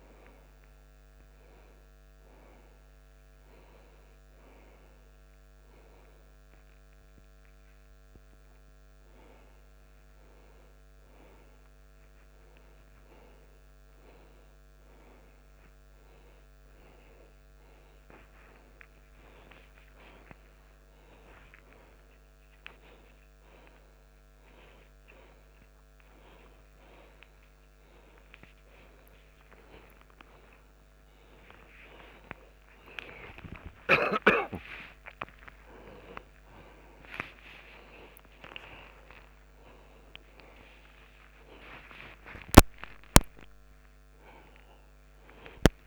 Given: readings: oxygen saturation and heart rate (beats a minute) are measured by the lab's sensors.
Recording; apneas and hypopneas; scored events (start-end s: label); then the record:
a person awake in a sleep study, by a microphone on the trachea; none
none scored
From the record:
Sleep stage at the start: awake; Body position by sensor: on the back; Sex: male